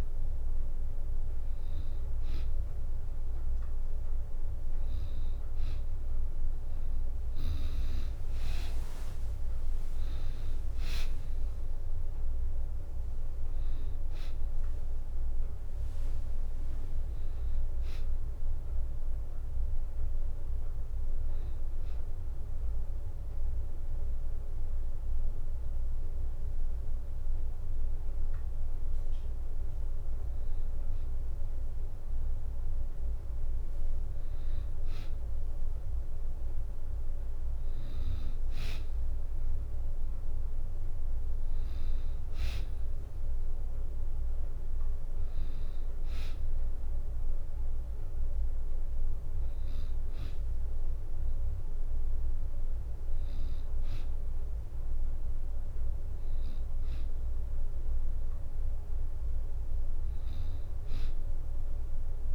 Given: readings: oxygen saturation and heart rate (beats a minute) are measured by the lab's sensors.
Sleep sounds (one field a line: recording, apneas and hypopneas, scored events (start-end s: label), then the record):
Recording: breathing in sleep, hard to hear, by a room microphone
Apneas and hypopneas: 1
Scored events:
7.00-10.50 s: arousal
7.50-22.50 s: drop in pulse transit time (device-marked, heart rate 67 before, 64 extreme)
19.50-29.50 s: hypopnea (oxygen 95% before, 92% lowest, heart rate 69 before, 61 extreme, up 3 after)
31.00-34.00 s: arousal
42.50-56.50 s: oxygen desaturation (device-marked, oxygen 96% before, 92% lowest, heart rate 63 before, 66 extreme)
From the record:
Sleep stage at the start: N2 (light sleep)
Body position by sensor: on the back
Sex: female